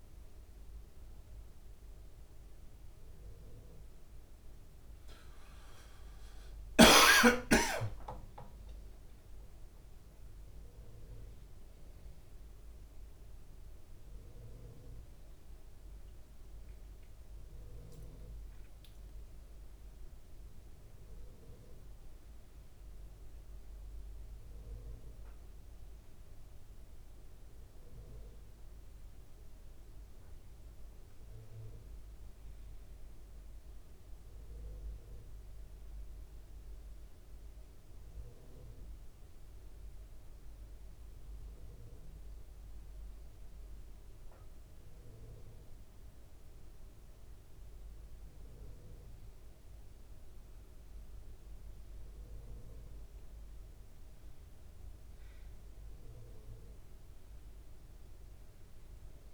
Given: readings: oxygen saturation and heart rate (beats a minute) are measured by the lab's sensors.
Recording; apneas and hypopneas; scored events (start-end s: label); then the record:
a person awake in a sleep study, hard to hear, by a room microphone; none
49.50-59.34 s: oxygen desaturation (device-marked, oxygen 98% before, 94% lowest, heart rate 80 before, 80 extreme)
From the record:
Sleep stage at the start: awake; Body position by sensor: on the right side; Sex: male